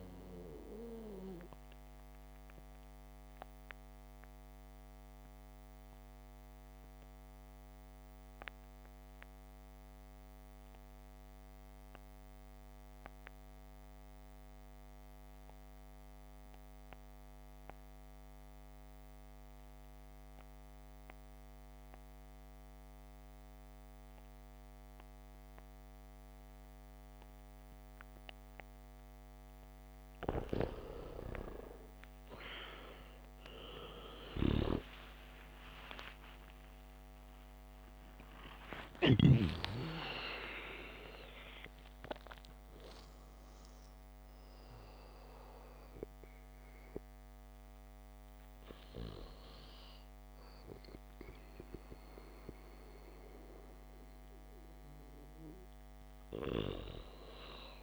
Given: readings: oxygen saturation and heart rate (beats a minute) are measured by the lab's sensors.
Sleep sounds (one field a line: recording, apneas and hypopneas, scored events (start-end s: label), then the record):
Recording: breathing in sleep by a microphone on the trachea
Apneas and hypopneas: 1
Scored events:
2.00-30.50 s: obstructive apnea (oxygen 99% before, 92% lowest, heart rate 71 before, 53 extreme, up 22 after)
33.00-37.50 s: arousal
37.50-45.50 s: oxygen desaturation (device-marked, oxygen 97% before, 93% lowest, heart rate 63 before, 64 extreme)
39.00-41.00 s: long interval between heartbeats (device-marked, heart rate 64 before, 88 extreme)
From the record:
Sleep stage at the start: REM sleep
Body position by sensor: on the back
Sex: male